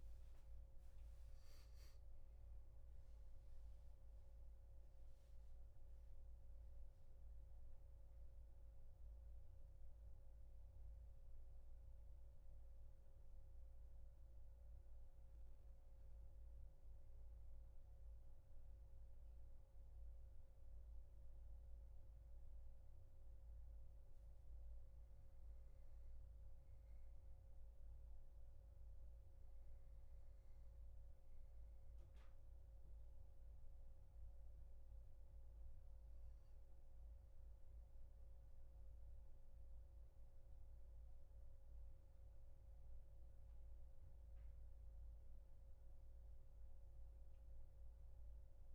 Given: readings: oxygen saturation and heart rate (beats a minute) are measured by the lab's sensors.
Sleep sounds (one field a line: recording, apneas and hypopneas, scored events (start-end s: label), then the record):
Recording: breathing in sleep, hard to hear, by a room microphone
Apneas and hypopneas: 1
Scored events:
0.00-4.00 s: arousal
14.00-32.00 s: hypopnea (oxygen 97% before, 93% lowest, heart rate 81 before, 71 extreme, up 0 after)
34.50-38.50 s: arousal
From the record:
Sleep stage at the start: N2 (light sleep)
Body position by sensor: on the back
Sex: male